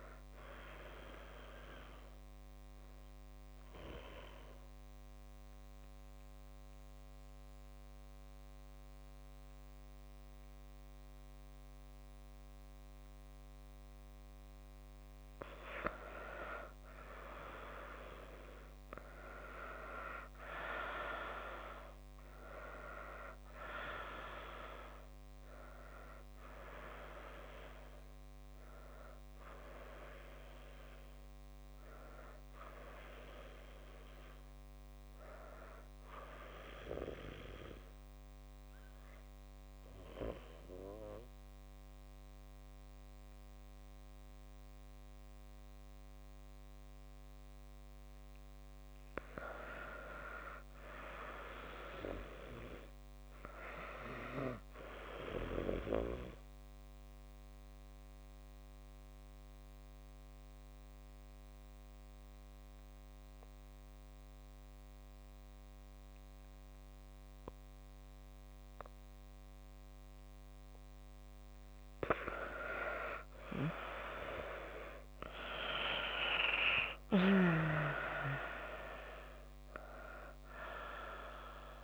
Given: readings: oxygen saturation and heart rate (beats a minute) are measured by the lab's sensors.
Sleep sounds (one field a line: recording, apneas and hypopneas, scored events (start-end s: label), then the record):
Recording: breathing in sleep by a microphone on the trachea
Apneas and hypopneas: 3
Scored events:
2.50-15.00 s: obstructive apnea (oxygen 95% before, 86% lowest)
2.50-22.50 s: oxygen desaturation (device-marked, oxygen 95% before, 86% lowest)
23.00-26.50 s: arousal
31.50-45.50 s: oxygen desaturation (device-marked, oxygen 95% before, 87% lowest)
38.00-49.00 s: obstructive apnea (oxygen 95% before, 86% lowest)
50.50-53.50 s: arousal
56.50-70.50 s: obstructive apnea (oxygen 95% before, 86% lowest)
62.50-74.50 s: oxygen desaturation (device-marked, oxygen 94% before, 88% lowest)
75.00-79.00 s: arousal
From the record:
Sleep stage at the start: N2 (light sleep)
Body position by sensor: on the left side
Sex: female